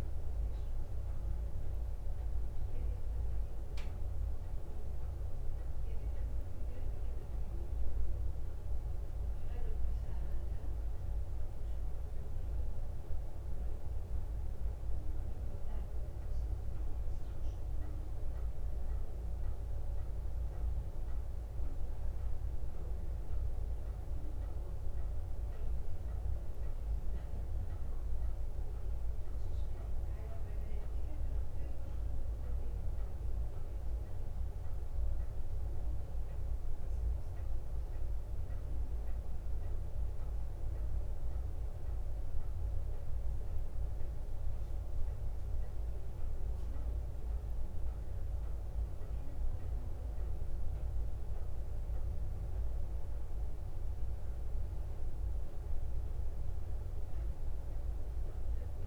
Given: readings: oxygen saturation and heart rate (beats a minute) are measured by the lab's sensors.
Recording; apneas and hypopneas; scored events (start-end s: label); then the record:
breathing in sleep, hard to hear, by a room microphone; none
none scored
From the record:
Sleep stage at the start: N2 (light sleep); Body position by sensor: on the back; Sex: female